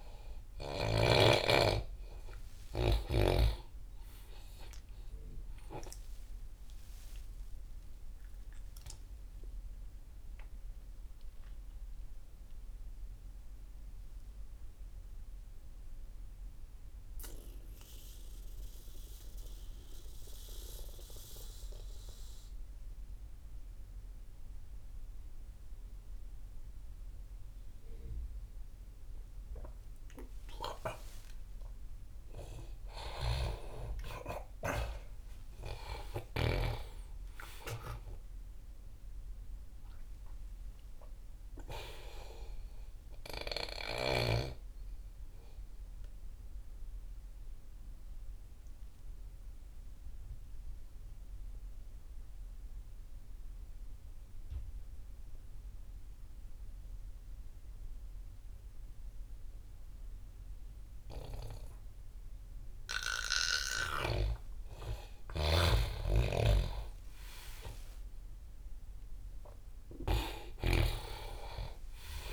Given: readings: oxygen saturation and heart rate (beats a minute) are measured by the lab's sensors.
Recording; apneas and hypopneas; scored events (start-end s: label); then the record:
breathing in sleep by a room microphone; 2
0.00-15.50 s: oxygen desaturation (device-marked, oxygen 92% lowest)
8.50-32.50 s: obstructive apnea (oxygen 99% before, 88% lowest)
33.00-36.50 s: arousal
33.50-54.50 s: oxygen desaturation (device-marked, oxygen 99% before, 92% lowest)
44.50-63.50 s: obstructive apnea (oxygen 99% before, 85% lowest)
64.50-68.50 s: arousal
66.00-70.50 s: snoring (device-marked)
68.50-72.33 s: oxygen desaturation (device-marked, oxygen 99% before, 88% lowest)
From the record:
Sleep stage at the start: N2 (light sleep); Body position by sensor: on the back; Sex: male